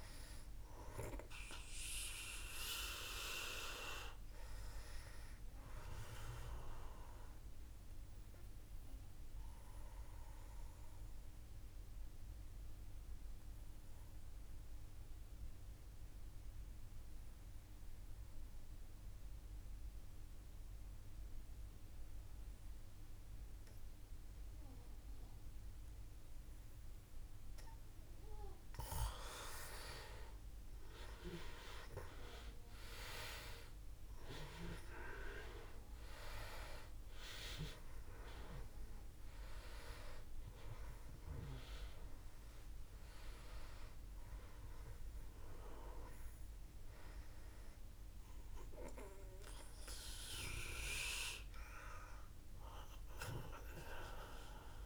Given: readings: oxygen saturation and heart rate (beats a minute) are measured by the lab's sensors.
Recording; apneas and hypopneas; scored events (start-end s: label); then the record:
breathing in sleep by a room microphone; 1
0.00-13.00 s: oxygen desaturation (device-marked, oxygen 89% lowest, heart rate 55 extreme)
7.50-26.00 s: obstructive apnea (oxygen 97% before, 89% lowest, heart rate 59 before, 56 extreme, up 4 after)
29.00-33.00 s: arousal
34.00-54.86 s: oxygen desaturation (device-marked, oxygen 97% before, 89% lowest, heart rate 57 before, 53 extreme)
From the record:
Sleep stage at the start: N2 (light sleep); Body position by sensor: on the back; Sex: male